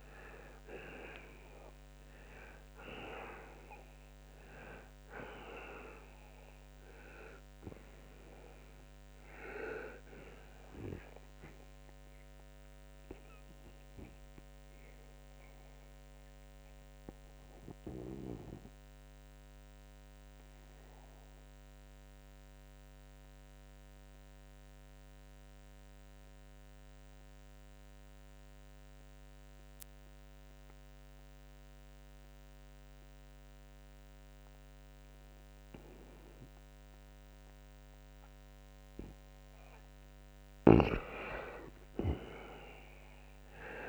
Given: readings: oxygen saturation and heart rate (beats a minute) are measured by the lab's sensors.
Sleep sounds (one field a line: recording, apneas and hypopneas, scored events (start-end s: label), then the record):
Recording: breathing in sleep by a microphone on the trachea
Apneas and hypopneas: 1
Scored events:
0.00-4.00 s: oxygen desaturation (device-marked, oxygen 84% lowest, heart rate 64 extreme)
19.50-39.00 s: obstructive apnea (oxygen 95% before, 85% lowest, heart rate 85 before, 64 extreme, up 28 after)
23.00-43.00 s: oxygen desaturation (device-marked, oxygen 96% before, 90% lowest, heart rate 81 before, 72 extreme)
41.50-43.88 s: arousal
From the record:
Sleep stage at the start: N2 (light sleep)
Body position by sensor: on the right side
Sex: male